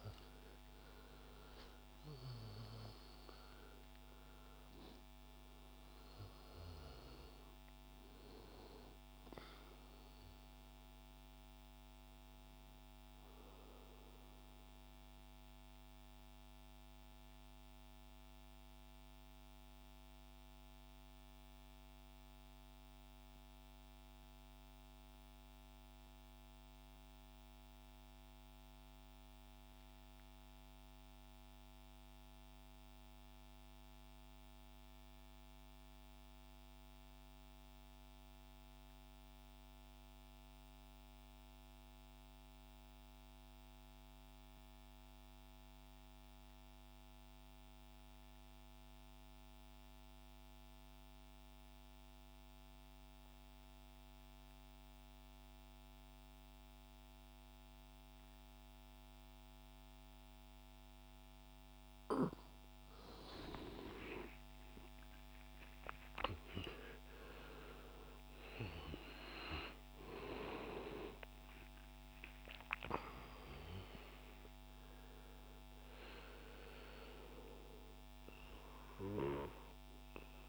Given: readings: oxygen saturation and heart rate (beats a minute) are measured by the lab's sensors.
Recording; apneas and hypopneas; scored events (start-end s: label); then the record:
breathing in sleep by a microphone on the trachea; 1
0.00-2.00 s: arousal
0.00-24.00 s: oxygen desaturation (device-marked, oxygen 81% lowest, heart rate 63 extreme)
14.50-61.50 s: mixed apnea (oxygen 92% before, 82% lowest, heart rate 71 before, 63 extreme, up 23 after)
41.00-76.00 s: oxygen desaturation (device-marked, oxygen 99% before, 82% lowest, heart rate 66 before, 62 extreme)
63.50-68.50 s: arousal
78.00-80.49 s: oxygen desaturation (device-marked, oxygen 88% before, 82% lowest, heart rate 79 before, 62 extreme)
From the record:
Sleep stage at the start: N2 (light sleep); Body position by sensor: on the back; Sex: male